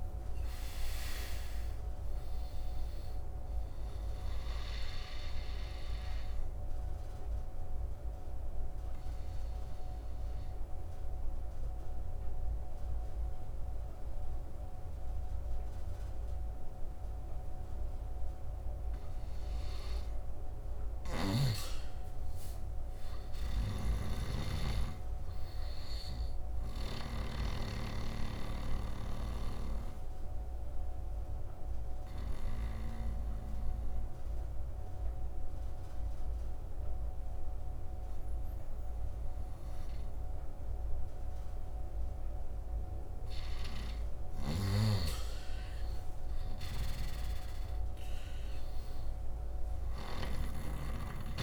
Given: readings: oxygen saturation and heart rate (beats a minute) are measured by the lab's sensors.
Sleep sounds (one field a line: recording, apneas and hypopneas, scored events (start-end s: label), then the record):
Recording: breathing in sleep by a room microphone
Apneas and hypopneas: 2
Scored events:
0.00-23.00 s: oxygen desaturation (device-marked, oxygen 83% lowest, heart rate 68 extreme)
4.50-19.00 s: obstructive apnea (oxygen 98% before, 83% lowest, heart rate 76 before, 68 extreme, up 5 after)
21.50-25.00 s: arousal
23.50-27.00 s: snoring (device-marked)
28.00-43.00 s: obstructive apnea (oxygen 100% before, 86% lowest, heart rate 75 before, 68 extreme, up 11 after)
30.00-43.00 s: oxygen desaturation (device-marked, oxygen 100% before, 89% lowest, heart rate 75 before, 71 extreme)
45.00-49.00 s: arousal
46.50-51.42 s: snoring (device-marked)
From the record:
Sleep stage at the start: N2 (light sleep)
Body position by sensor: on the right side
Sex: male